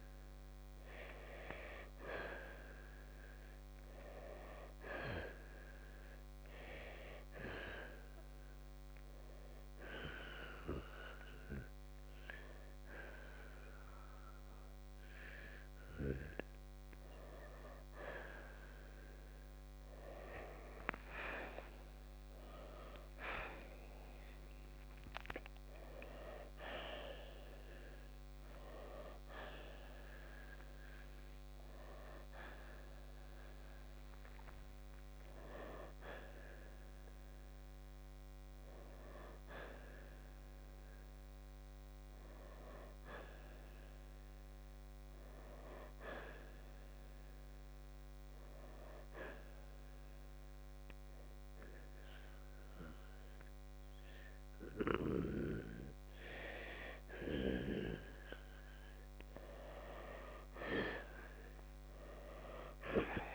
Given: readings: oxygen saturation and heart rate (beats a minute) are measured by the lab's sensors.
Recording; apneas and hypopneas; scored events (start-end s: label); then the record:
breathing in sleep by a microphone on the trachea; 2
5.50-17.50 s: hypopnea (oxygen 95% before, 87% lowest, heart rate 66 before, 59 extreme, up 0 after)
8.00-24.00 s: oxygen desaturation (device-marked, oxygen 92% before, 89% lowest, heart rate 66 before, 56 extreme)
21.50-25.00 s: arousal
33.00-48.00 s: oxygen desaturation (device-marked, oxygen 91% before, 87% lowest, heart rate 67 before, 56 extreme)
36.50-40.50 s: arousal
46.00-57.00 s: hypopnea (oxygen 91% before, 85% lowest, heart rate 68 before, 62 extreme, up 5 after)
From the record:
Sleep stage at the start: N2 (light sleep); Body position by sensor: on the right side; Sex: male